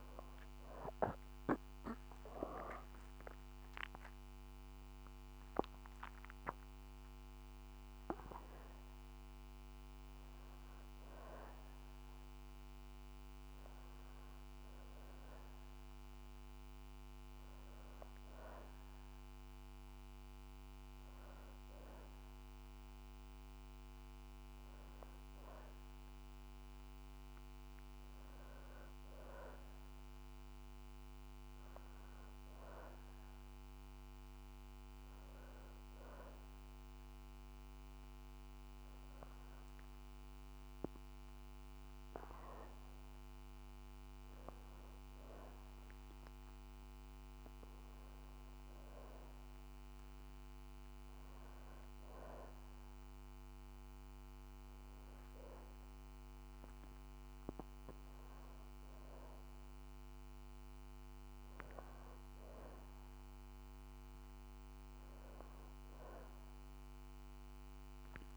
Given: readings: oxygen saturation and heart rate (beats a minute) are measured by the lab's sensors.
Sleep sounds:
breathing in sleep by a microphone on the trachea; none
0.00-2.00 s: arousal
54.50-68.37 s: new sleep stage, N2 (light sleep)
62.50-68.37 s: arousal
From the record:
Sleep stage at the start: N1 (lightest sleep); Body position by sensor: on the back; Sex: female

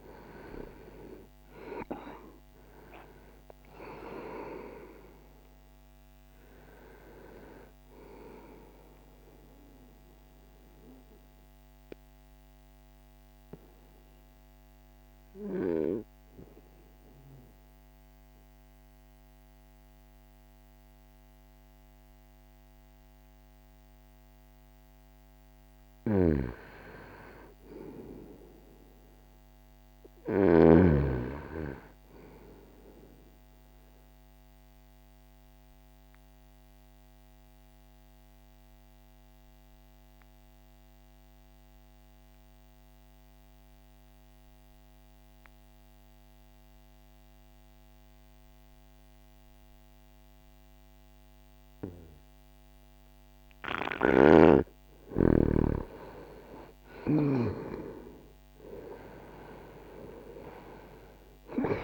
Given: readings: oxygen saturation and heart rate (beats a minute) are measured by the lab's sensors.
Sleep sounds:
breathing in sleep by a microphone on the trachea; 2
0.00-11.50 s: oxygen desaturation (device-marked, oxygen 92% lowest, heart rate 60 extreme)
9.00-23.00 s: obstructive apnea (oxygen 98% before, 88% lowest, heart rate 61 before, 60 extreme, up 4 after)
22.50-30.50 s: oxygen desaturation (device-marked, oxygen 93% before, 88% lowest, heart rate 61 before, 60 extreme)
25.00-29.00 s: arousal
33.50-52.50 s: obstructive apnea (oxygen 98% before, 89% lowest, heart rate 62 before, 60 extreme, up 2 after)
48.50-54.50 s: oxygen desaturation (device-marked, oxygen 97% before, 93% lowest, heart rate 60 before, 60 extreme)
53.00-56.50 s: snoring (device-marked)
55.50-61.00 s: arousal
59.50-61.84 s: oxygen desaturation (device-marked, oxygen 95% before, 91% lowest, heart rate 60 before, 60 extreme)
From the record:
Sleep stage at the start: N2 (light sleep); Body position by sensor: on the back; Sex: male

